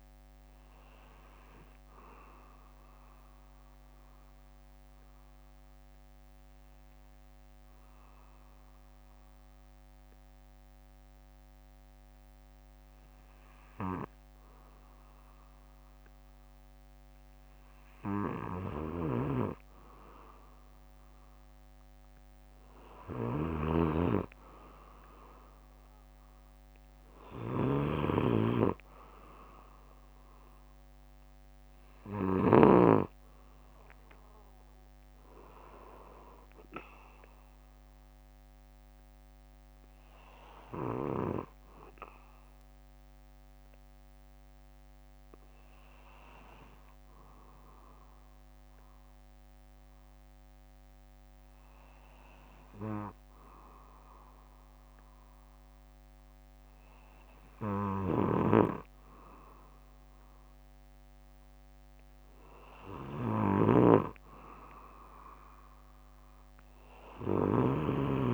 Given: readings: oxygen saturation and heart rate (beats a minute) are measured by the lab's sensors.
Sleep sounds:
breathing in sleep by a microphone on the trachea; 2
0.00-1.50 s: bradycardia (device-marked, heart rate 58 extreme)
0.00-14.50 s: oxygen desaturation (device-marked, oxygen 93% lowest, heart rate 56 extreme)
2.50-17.50 s: obstructive apnea (oxygen 97% before, 93% lowest, heart rate 63 before, 56 extreme, up 2 after)
6.50-8.50 s: bradycardia (device-marked, heart rate 60 before, 60 extreme)
10.50-14.50 s: bradycardia (device-marked, heart rate 60 before, 58 extreme)
15.50-17.50 s: bradycardia (device-marked, heart rate 61 before, 59 extreme)
19.00-23.00 s: arousal
21.50-28.50 s: bradycardia (device-marked, heart rate 60 before, 58 extreme)
23.50-33.00 s: snoring (device-marked)
38.50-57.50 s: oxygen desaturation (device-marked, oxygen 96% before, 93% lowest, heart rate 60 before, 55 extreme)
42.50-57.00 s: hypopnea (oxygen 97% before, 93% lowest, heart rate 61 before, 57 extreme, up 2 after)
44.50-62.50 s: bradycardia (device-marked, heart rate 61 before, 55 extreme)
60.00-63.50 s: arousal
From the record:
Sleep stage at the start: N2 (light sleep); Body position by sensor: on the back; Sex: male

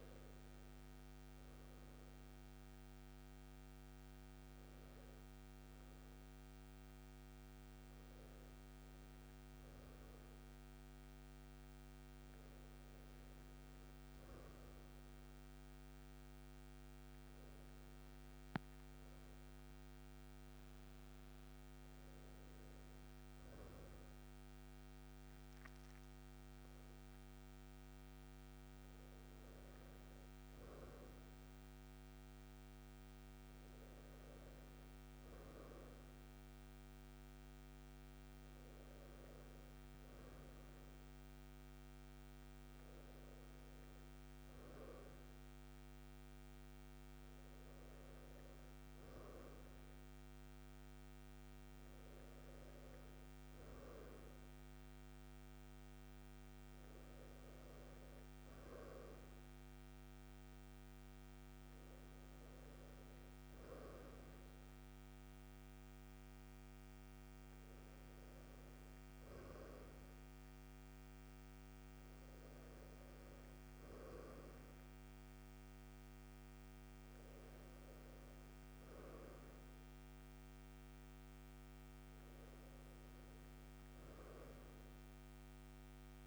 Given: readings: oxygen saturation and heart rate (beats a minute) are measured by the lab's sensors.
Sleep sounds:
a person awake in a sleep study, hard to hear, by a microphone on the trachea; none
none scored
From the record:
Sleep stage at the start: awake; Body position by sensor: on the right side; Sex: male

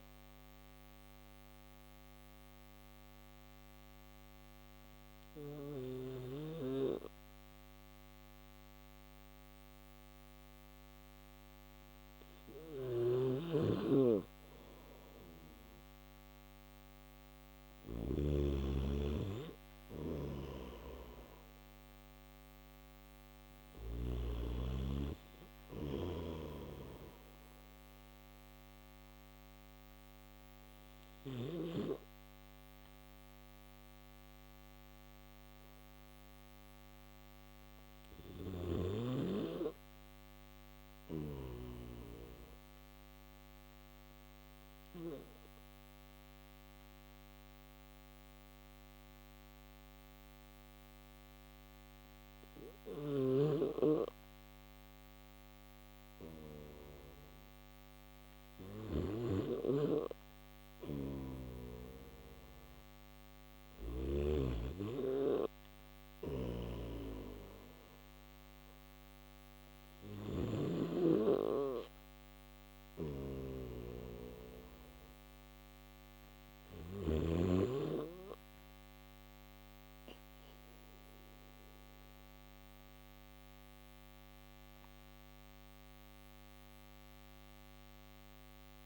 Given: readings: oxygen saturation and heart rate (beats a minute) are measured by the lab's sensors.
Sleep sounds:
breathing in sleep by a microphone on the trachea; none
11.50-23.00 s: snoring (device-marked)
15.50-41.50 s: oxygen desaturation (device-marked, oxygen 99% before, 95% lowest)
52.00-63.00 s: snoring (device-marked)
65.00-69.50 s: snoring (device-marked)
From the record:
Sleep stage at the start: N3 (deep sleep); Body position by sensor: on the back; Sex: male

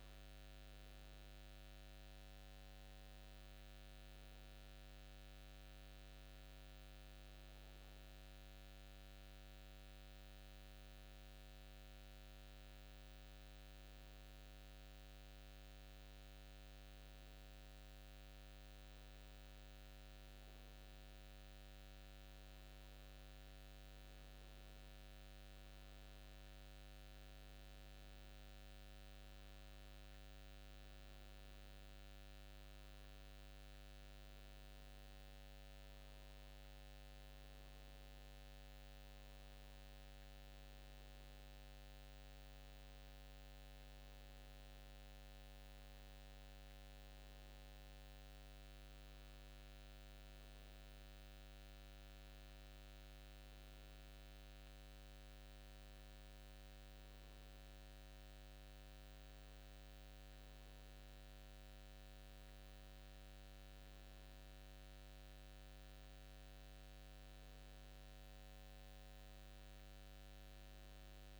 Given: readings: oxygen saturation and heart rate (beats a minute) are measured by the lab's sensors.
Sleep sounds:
breathing in sleep, hard to hear, by a microphone on the trachea; none
none scored
From the record:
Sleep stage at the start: N2 (light sleep); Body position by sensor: on the back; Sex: male

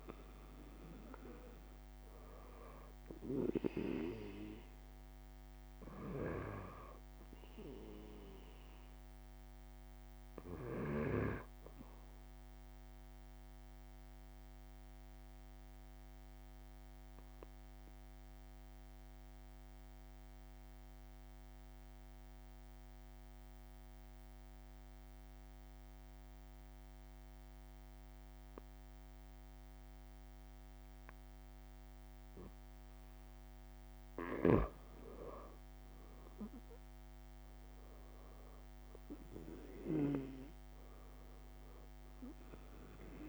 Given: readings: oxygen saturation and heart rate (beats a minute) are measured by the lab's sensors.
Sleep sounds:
breathing in sleep by a microphone on the trachea; 1
10.50-19.50 s: oxygen desaturation (device-marked, oxygen 95% before, 92% lowest)
12.50-32.00 s: obstructive apnea (oxygen 97% before, 92% lowest)
14.50-16.50 s: long interval between heartbeats (device-marked)
20.00-22.00 s: long interval between heartbeats (device-marked)
24.00-26.00 s: long interval between heartbeats (device-marked)
31.00-33.00 s: long interval between heartbeats (device-marked)
35.50-37.50 s: long interval between heartbeats (device-marked)
35.50-41.00 s: arousal
From the record:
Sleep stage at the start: N2 (light sleep); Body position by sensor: on the back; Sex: male

